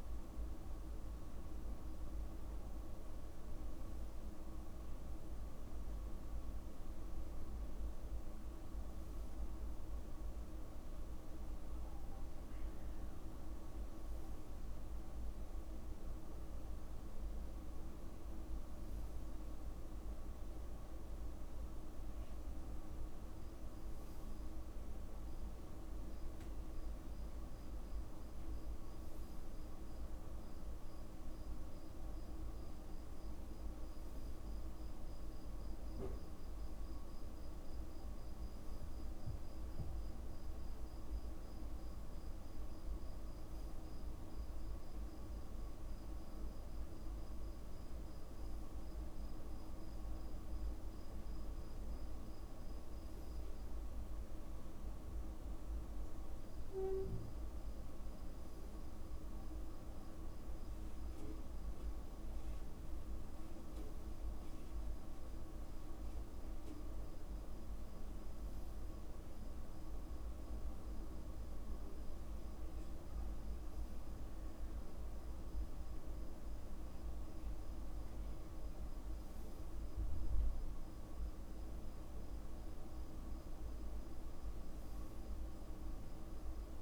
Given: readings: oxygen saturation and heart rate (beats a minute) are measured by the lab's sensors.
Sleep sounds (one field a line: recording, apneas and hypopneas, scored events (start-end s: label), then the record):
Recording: breathing in sleep, hard to hear, by a room microphone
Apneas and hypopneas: none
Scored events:
5.00-7.00 s: long interval between heartbeats (device-marked, heart rate 55 before, 55 extreme)
55.00-57.00 s: long interval between heartbeats (device-marked, heart rate 55 before, 54 extreme)
67.00-69.00 s: long interval between heartbeats (device-marked, heart rate 48 before, 54 extreme)
77.00-79.00 s: long interval between heartbeats (device-marked, heart rate 46 before, 55 extreme)
83.50-85.50 s: long interval between heartbeats (device-marked, heart rate 48 before, 27 extreme)
From the record:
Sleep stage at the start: N2 (light sleep)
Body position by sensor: on the back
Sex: male